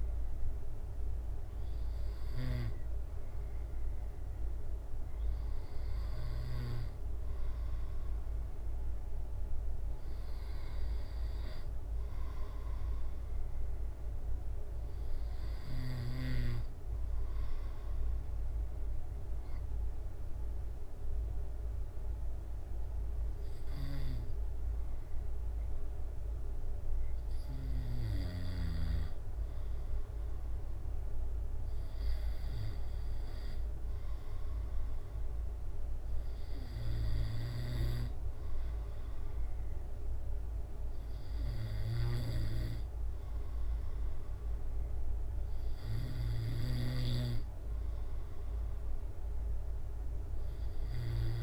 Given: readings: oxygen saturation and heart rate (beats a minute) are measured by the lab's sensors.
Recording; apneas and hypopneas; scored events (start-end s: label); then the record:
breathing in sleep by a room microphone; none
13.00-43.00 s: new sleep stage, N3 (deep sleep)
43.00-51.42 s: new sleep stage, N2 (light sleep)
47.00-51.42 s: snoring (device-marked)
From the record:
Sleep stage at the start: N2 (light sleep); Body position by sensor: on the back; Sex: male